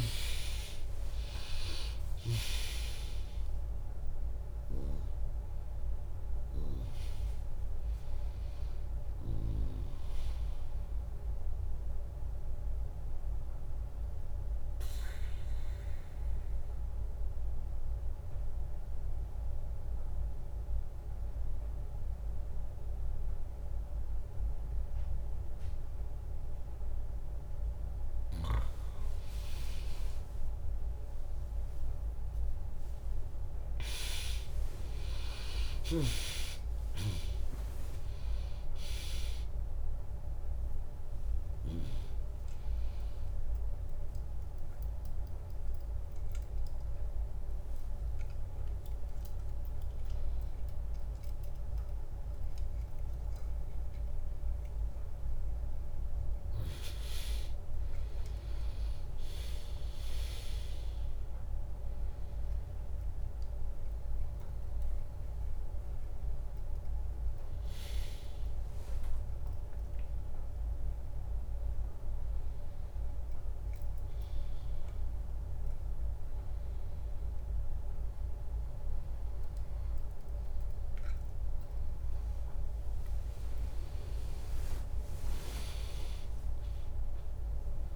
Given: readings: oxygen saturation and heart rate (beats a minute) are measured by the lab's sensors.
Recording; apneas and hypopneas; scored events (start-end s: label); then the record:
breathing in sleep by a room microphone; 2
0.50-13.50 s: drop in pulse transit time (device-marked, heart rate 70 before, 63 extreme)
3.00-5.00 s: long interval between heartbeats (device-marked, heart rate 68 before, 74 extreme)
13.50-28.00 s: obstructive apnea (oxygen 100% before, 97% lowest, heart rate 74 before, 63 extreme, up 16 after)
30.00-34.50 s: arousal
31.50-42.50 s: drop in pulse transit time (device-marked, heart rate 74 before, 63 extreme)
38.50-44.50 s: tachycardia (device-marked, heart rate 75 before, 107 extreme)
42.50-72.50 s: new sleep stage, N1 (lightest sleep)
43.50-54.50 s: hypopnea (oxygen 100% before, 97% lowest, heart rate 78 before, 83 extreme, up 5 after)
56.50-60.50 s: arousal
72.50-87.96 s: new sleep stage, N2 (light sleep)
80.50-87.96 s: drop in pulse transit time (device-marked, heart rate 86 before, 79 extreme)
84.50-86.50 s: long interval between heartbeats (device-marked, heart rate 84 before, 91 extreme)
From the record:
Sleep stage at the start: N2 (light sleep); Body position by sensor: on the back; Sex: female